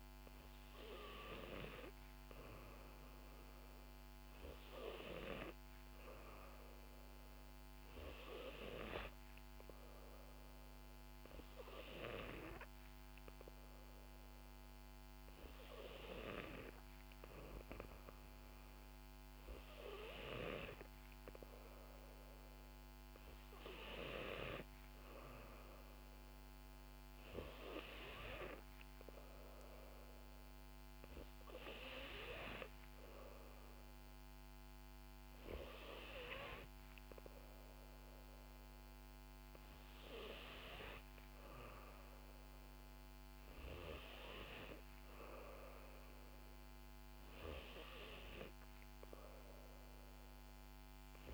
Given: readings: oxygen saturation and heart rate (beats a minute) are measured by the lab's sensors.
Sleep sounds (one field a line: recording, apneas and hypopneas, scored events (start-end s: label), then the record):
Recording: breathing in sleep by a microphone on the trachea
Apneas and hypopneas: none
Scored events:
none scored
From the record:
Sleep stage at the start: N2 (light sleep)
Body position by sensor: on the back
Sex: female